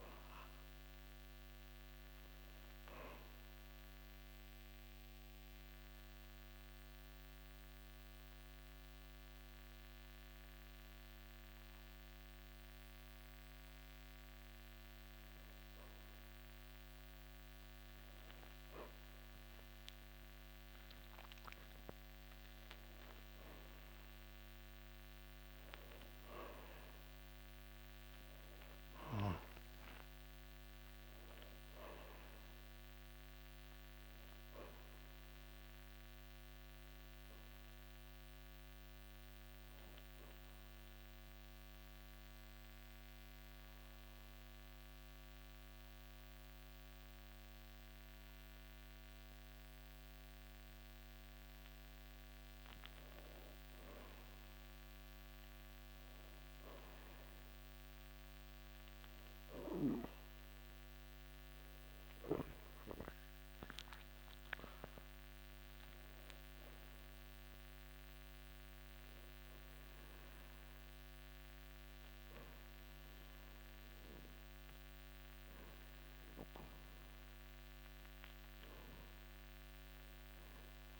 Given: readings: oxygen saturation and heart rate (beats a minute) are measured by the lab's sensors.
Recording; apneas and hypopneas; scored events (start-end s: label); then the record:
breathing in sleep by a microphone on the trachea; 2
6.00-16.00 s: mixed apnea (oxygen 98% before, 93% lowest)
19.00-22.50 s: arousal
24.50-43.50 s: oxygen desaturation (device-marked, oxygen 97% before, 93% lowest, heart rate 78 before, 38 extreme)
41.50-52.50 s: central apnea (oxygen 97% before, 93% lowest, heart rate 96 before, 30 extreme, up 6 after)
55.00-58.00 s: arousal
63.50-74.50 s: oxygen desaturation (device-marked, oxygen 98% before, 93% lowest, heart rate 66 before, 30 extreme)
From the record:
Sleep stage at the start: N2 (light sleep); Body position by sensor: on the back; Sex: male